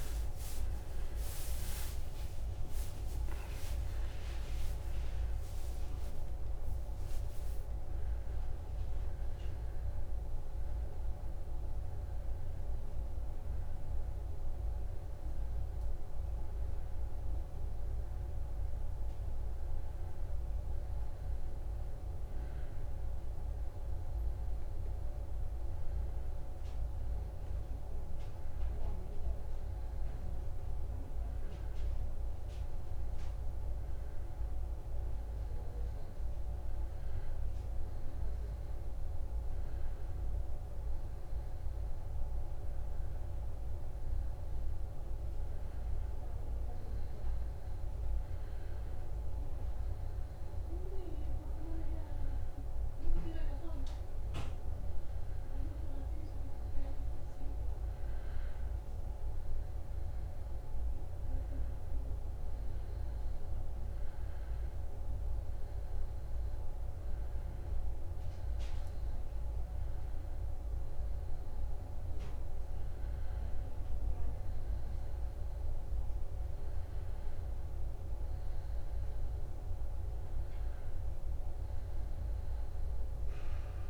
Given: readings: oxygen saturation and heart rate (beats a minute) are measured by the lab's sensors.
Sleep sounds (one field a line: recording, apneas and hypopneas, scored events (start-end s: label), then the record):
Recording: a person awake in a sleep study, hard to hear, by a room microphone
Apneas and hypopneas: none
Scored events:
none scored
From the record:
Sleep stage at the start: awake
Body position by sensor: on the back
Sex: male